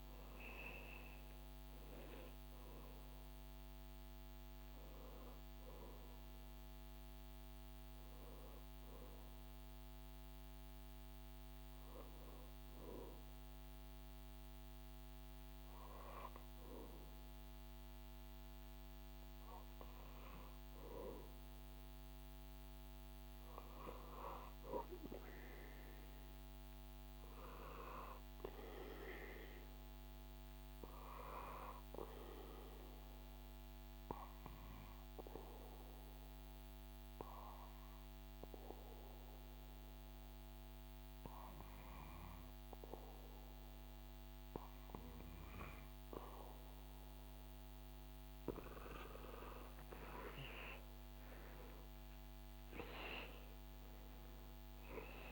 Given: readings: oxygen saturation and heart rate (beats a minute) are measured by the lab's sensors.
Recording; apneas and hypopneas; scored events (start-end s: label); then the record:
breathing in sleep by a microphone on the trachea; 2
7.50-19.50 s: hypopnea (oxygen 98% before, 94% lowest, heart rate 92 before, 72 extreme, up 1 after)
22.00-26.00 s: arousal
31.00-46.50 s: obstructive apnea (oxygen 98% before, 94% lowest, heart rate 76 before, 73 extreme, up 10 after)
48.00-51.50 s: arousal
From the record:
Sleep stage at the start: N2 (light sleep); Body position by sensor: on the back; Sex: male